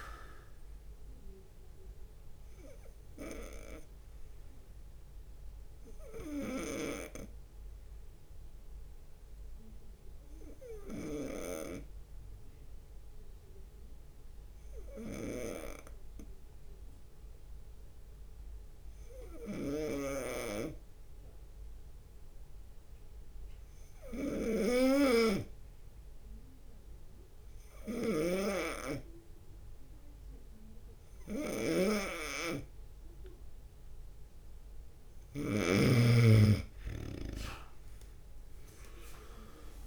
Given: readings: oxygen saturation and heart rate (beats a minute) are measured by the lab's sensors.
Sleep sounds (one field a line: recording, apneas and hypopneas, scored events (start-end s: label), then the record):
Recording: breathing in sleep by a room microphone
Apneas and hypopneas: 1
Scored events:
0.00-6.50 s: oxygen desaturation (device-marked, oxygen 93% lowest)
0.00-17.50 s: bradycardia (device-marked)
1.00-3.50 s: leg movement (device-marked)
4.00-33.50 s: obstructive apnea (oxygen 98% before, 91% lowest)
19.50-36.00 s: snoring (device-marked)
22.00-24.00 s: long interval between heartbeats (device-marked)
23.50-39.86 s: bradycardia (device-marked)
26.00-34.00 s: leg movement (device-marked)
28.00-30.00 s: long interval between heartbeats (device-marked)
31.50-39.86 s: oxygen desaturation (device-marked, oxygen 97% before, 91% lowest)
32.50-34.50 s: long interval between heartbeats (device-marked)
34.50-39.86 s: leg movement (device-marked)
37.00-39.00 s: long interval between heartbeats (device-marked)
From the record:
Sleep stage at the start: N2 (light sleep)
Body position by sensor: on the right side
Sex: male